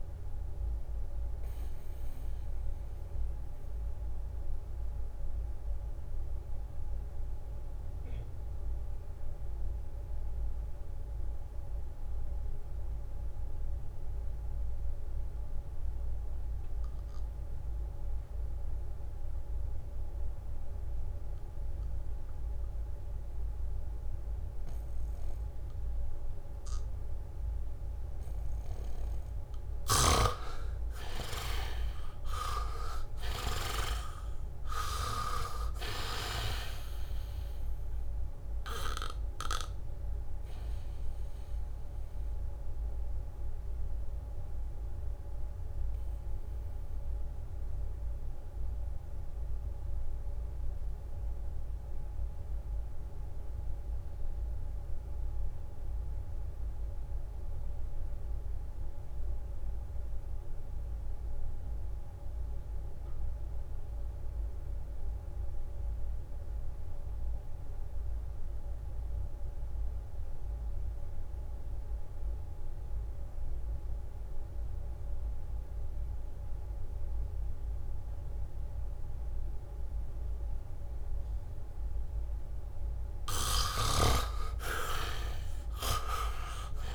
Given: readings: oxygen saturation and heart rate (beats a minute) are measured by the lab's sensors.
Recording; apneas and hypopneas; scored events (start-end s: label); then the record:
breathing in sleep by a room microphone; 2
0.00-15.00 s: oxygen desaturation (device-marked, oxygen 68% lowest, heart rate 65 extreme)
1.00-28.50 s: mixed apnea (oxygen 99% before, 68% lowest, heart rate 70 before, 69 extreme, up 7 after)
24.00-55.00 s: oxygen desaturation (device-marked, oxygen 98% before, 70% lowest, heart rate 76 before, 64 extreme)
30.50-35.00 s: arousal
40.50-82.00 s: obstructive apnea (oxygen 98% before, 62% lowest, heart rate 73 before, 64 extreme, up 11 after)
60.00-86.94 s: oxygen desaturation (device-marked, oxygen 98% before, 62% lowest, heart rate 77 before, 64 extreme)
84.50-86.94 s: arousal
From the record:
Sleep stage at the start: REM sleep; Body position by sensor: on the back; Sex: male